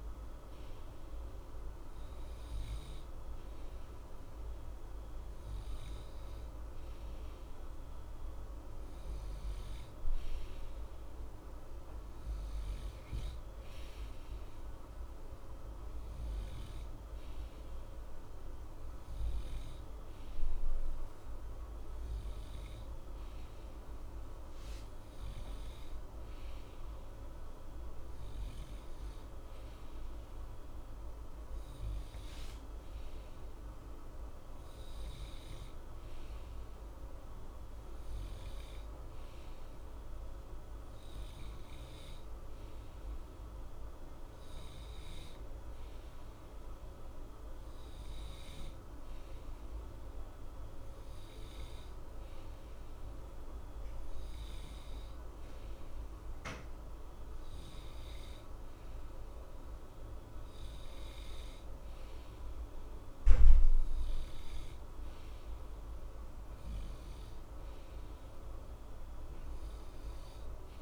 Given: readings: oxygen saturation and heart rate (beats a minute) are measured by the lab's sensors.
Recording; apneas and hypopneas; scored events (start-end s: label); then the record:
breathing in sleep, hard to hear, by a room microphone; none
none scored
From the record:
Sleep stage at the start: N2 (light sleep); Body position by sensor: on the right side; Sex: male